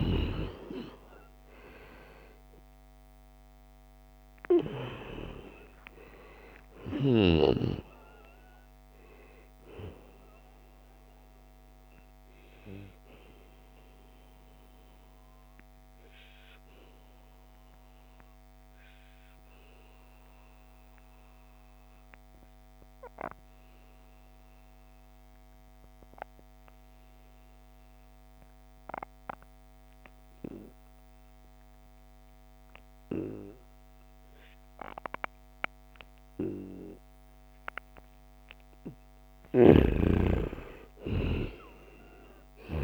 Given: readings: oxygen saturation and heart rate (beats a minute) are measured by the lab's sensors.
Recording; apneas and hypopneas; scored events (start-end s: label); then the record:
breathing in sleep by a microphone on the trachea; 1
0.00-16.50 s: oxygen desaturation (device-marked, oxygen 87% lowest, heart rate 66 extreme)
5.50-7.50 s: long interval between heartbeats (device-marked, heart rate 72 before, 117 extreme)
14.50-38.50 s: obstructive apnea (oxygen 95% before, 90% lowest, heart rate 93 before, 69 extreme, up 6 after)
37.50-39.50 s: long interval between heartbeats (device-marked, heart rate 73 before, 71 extreme)
39.50-42.83 s: oxygen desaturation (device-marked, oxygen 97% before, 90% lowest, heart rate 73 before, 72 extreme)
40.00-42.83 s: arousal
From the record:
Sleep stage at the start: N2 (light sleep); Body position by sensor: on the right side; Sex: male